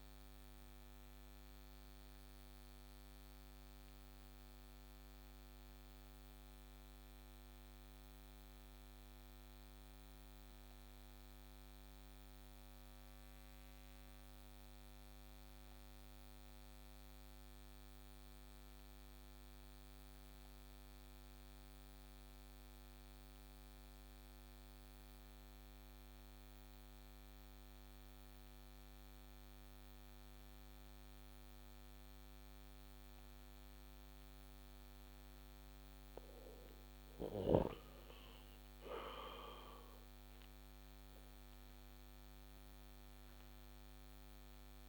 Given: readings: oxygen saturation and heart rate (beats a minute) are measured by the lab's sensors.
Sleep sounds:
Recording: breathing in sleep, hard to hear, by a microphone on the trachea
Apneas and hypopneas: 1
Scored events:
0.00-7.50 s: oxygen desaturation (device-marked, oxygen 94% lowest)
0.50-33.50 s: obstructive apnea (oxygen 98% before, 92% lowest)
35.00-37.50 s: arousal
39.50-44.89 s: oxygen desaturation (device-marked, oxygen 97% before, 93% lowest)
From the record:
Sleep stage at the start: N2 (light sleep)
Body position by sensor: on the back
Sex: male

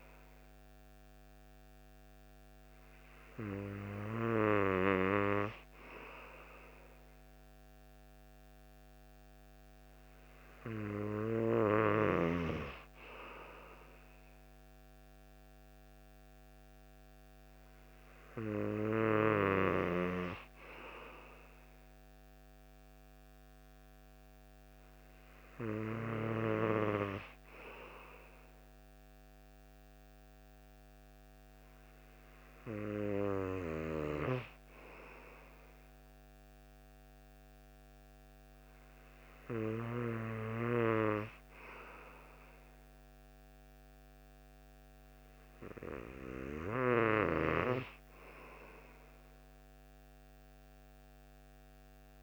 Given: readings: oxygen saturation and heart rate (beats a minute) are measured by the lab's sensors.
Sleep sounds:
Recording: breathing in sleep by a microphone on the trachea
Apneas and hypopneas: none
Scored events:
none scored
From the record:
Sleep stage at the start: N2 (light sleep)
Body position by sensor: on the right side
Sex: male

